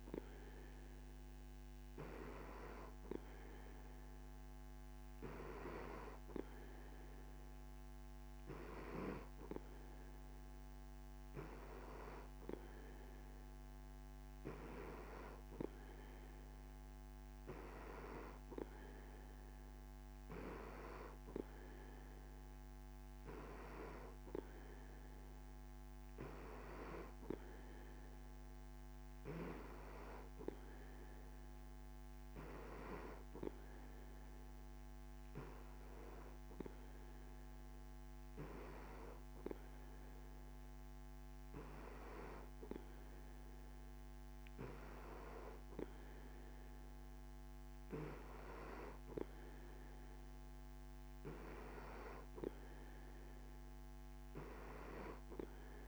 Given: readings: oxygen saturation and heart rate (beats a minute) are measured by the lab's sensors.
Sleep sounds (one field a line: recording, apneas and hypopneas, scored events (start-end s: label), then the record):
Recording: breathing in sleep by a microphone on the trachea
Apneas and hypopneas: none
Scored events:
none scored
From the record:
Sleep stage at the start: N3 (deep sleep)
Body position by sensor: on the back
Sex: male